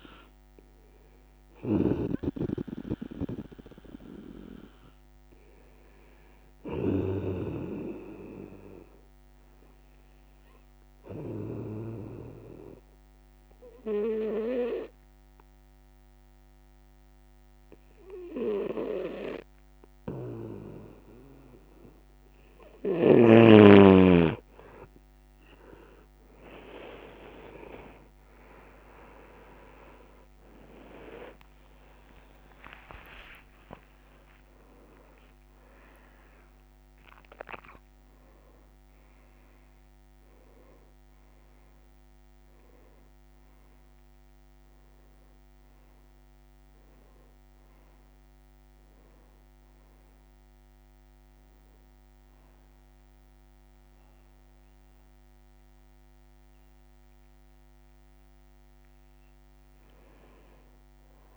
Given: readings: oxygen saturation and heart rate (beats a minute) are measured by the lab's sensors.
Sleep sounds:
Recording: breathing in sleep by a microphone on the trachea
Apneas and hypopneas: 1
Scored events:
0.00-2.00 s: snoring (device-marked)
0.00-10.00 s: oxygen desaturation (device-marked, oxygen 94% lowest, heart rate 68 extreme)
9.50-22.00 s: obstructive apnea (oxygen 98% before, 92% lowest, heart rate 74 before, 68 extreme, up 3 after)
27.00-39.00 s: oxygen desaturation (device-marked, oxygen 97% before, 93% lowest, heart rate 69 before, 74 extreme)
27.50-32.00 s: arousal
41.00-61.37 s: new sleep stage, N1 (lightest sleep)
46.00-61.00 s: oxygen desaturation (device-marked, oxygen 96% before, 92% lowest, heart rate 118 before, 69 extreme)
From the record:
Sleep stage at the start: N2 (light sleep)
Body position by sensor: on the right side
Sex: male

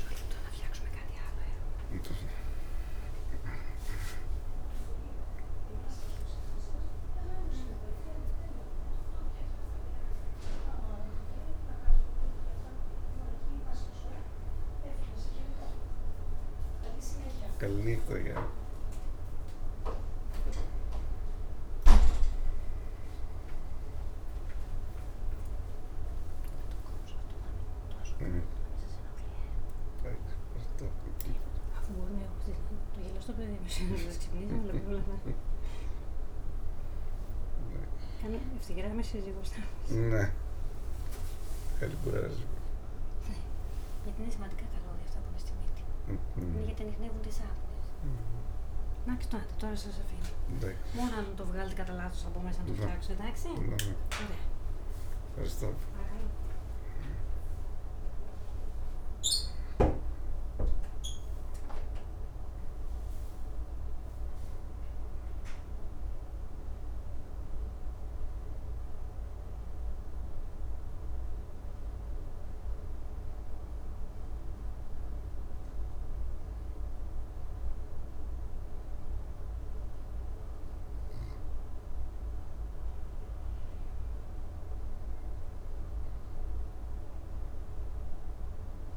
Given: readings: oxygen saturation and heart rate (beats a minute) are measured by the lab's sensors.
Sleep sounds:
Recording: a person awake in a sleep study, by a room microphone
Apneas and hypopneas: none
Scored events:
34.50-40.00 s: snoring (device-marked)
42.00-53.50 s: snoring (device-marked)
57.50-87.50 s: new sleep stage, N1 (lightest sleep)
87.50-88.97 s: new sleep stage, N2 (light sleep)
From the record:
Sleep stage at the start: awake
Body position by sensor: on the back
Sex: male

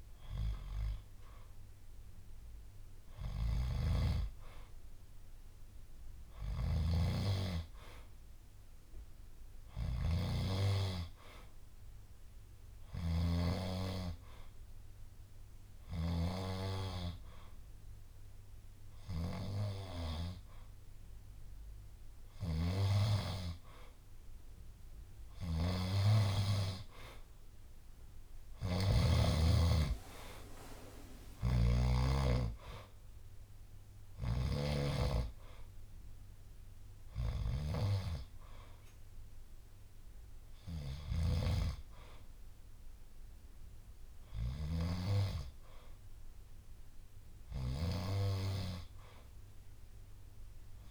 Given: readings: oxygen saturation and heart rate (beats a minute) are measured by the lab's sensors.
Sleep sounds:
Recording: breathing in sleep by a room microphone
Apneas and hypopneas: none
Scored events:
0.00-8.50 s: bradycardia (device-marked, heart rate 57 extreme)
25.00-29.00 s: snoring (device-marked)
35.50-37.50 s: long interval between heartbeats (device-marked, heart rate 63 before, 69 extreme)
38.50-40.50 s: bradycardia (device-marked, heart rate 65 before, 63 extreme)
From the record:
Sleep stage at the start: N2 (light sleep)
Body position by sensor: on the back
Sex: male

